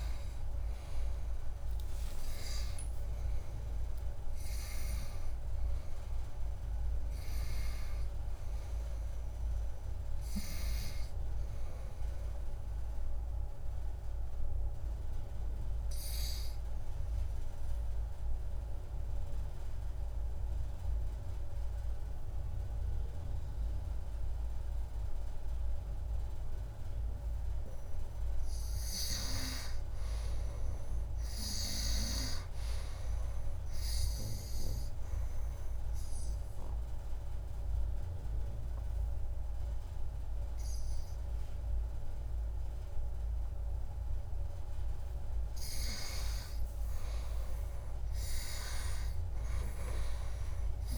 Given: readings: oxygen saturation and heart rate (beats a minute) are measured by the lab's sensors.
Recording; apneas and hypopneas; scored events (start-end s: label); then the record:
breathing in sleep by a room microphone; 2
0.00-1.00 s: tachycardia (device-marked, heart rate 127 extreme)
1.50-7.00 s: arousal
16.50-28.50 s: obstructive apnea (oxygen 97% before, 84% lowest, heart rate 97 before, 59 extreme, up 10 after)
21.00-50.98 s: new sleep stage, N2 (light sleep)
29.50-32.00 s: arousal
33.00-50.98 s: oxygen desaturation (device-marked, oxygen 97% before, 84% lowest, heart rate 63 before, 57 extreme)
35.00-45.50 s: obstructive apnea (oxygen 98% before, 82% lowest, heart rate 62 before, 57 extreme)
47.50-50.98 s: arousal
From the record:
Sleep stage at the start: N1 (lightest sleep); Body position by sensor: on the right side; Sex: male